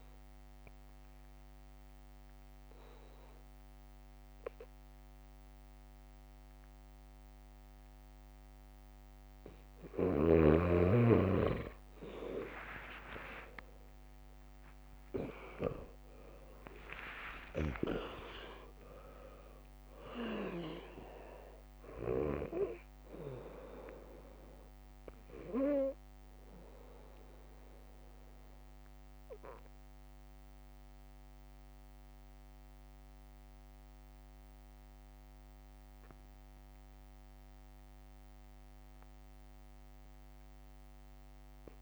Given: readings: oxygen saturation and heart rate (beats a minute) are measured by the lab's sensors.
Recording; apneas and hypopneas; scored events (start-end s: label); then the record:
breathing in sleep by a microphone on the trachea; none
0.00-1.00 s: oxygen desaturation (device-marked, oxygen 96% lowest, heart rate 55 extreme)
0.00-4.00 s: bradycardia (device-marked, heart rate 56 extreme)
12.50-17.50 s: arousal
13.00-15.00 s: long interval between heartbeats (device-marked, heart rate 60 before, 69 extreme)
16.00-33.00 s: drop in pulse transit time (device-marked, heart rate 63 before, 77 extreme)
27.00-41.82 s: new sleep stage, N2 (light sleep)
39.00-41.82 s: bradycardia (device-marked, heart rate 72 before, 55 extreme)
From the record:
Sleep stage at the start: N1 (lightest sleep); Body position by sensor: on the back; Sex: female